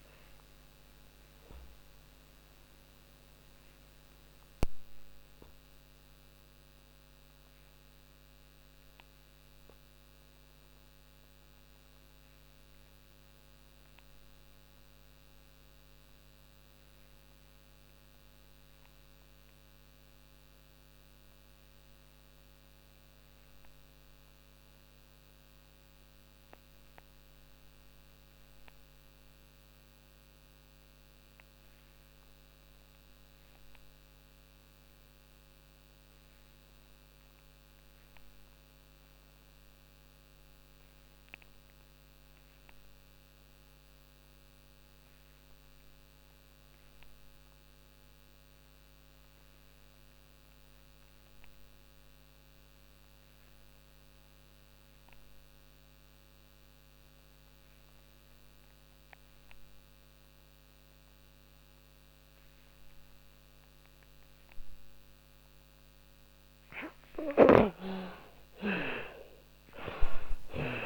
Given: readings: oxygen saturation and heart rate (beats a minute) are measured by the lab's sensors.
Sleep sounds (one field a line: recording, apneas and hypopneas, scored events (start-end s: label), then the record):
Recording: breathing in sleep by a microphone on the trachea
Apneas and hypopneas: 1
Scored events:
0.00-20.00 s: oxygen desaturation (device-marked, oxygen 73% lowest, heart rate 46 extreme)
0.50-63.50 s: obstructive apnea (oxygen 96% before, 52% lowest, heart rate 61 before, 38 extreme, up 26 after)
31.00-70.85 s: oxygen desaturation (device-marked, oxygen 96% before, 52% lowest, heart rate 52 before, 38 extreme)
65.50-69.00 s: snoring (device-marked)
65.50-70.50 s: arousal
From the record:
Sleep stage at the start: REM sleep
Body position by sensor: on the back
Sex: female